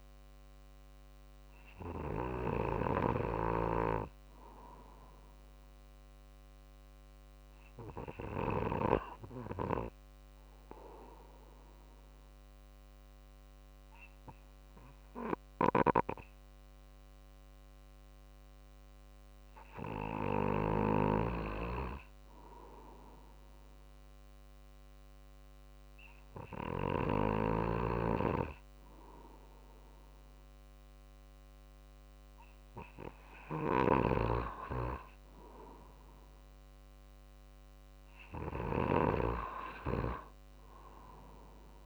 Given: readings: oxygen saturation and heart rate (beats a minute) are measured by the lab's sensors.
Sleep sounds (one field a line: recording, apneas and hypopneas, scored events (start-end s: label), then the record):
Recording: breathing in sleep by a microphone on the trachea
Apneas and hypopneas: none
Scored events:
0.00-8.00 s: drop in pulse transit time (device-marked, heart rate 49 extreme)
From the record:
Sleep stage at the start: N2 (light sleep)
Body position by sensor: on the right side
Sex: male